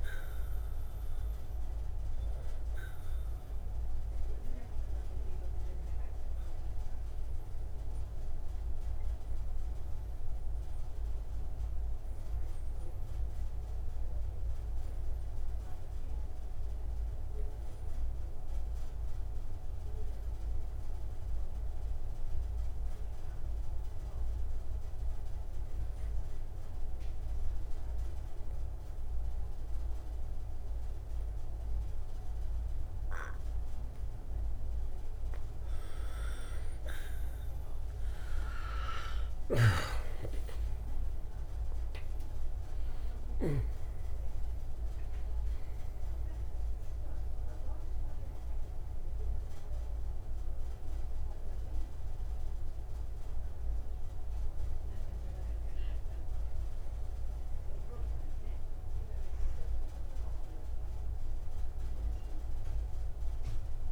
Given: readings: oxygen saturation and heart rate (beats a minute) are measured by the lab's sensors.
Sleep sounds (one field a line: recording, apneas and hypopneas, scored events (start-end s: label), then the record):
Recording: breathing in sleep by a room microphone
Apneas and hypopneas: 1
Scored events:
0.00-30.00 s: oxygen desaturation (device-marked, oxygen 86% lowest)
9.00-35.00 s: obstructive apnea (oxygen 98% before, 83% lowest)
38.00-42.00 s: arousal
39.50-44.00 s: snoring (device-marked)
41.00-63.92 s: oxygen desaturation (device-marked, oxygen 98% before, 83% lowest)
From the record:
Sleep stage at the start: N2 (light sleep)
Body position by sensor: on the right side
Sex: male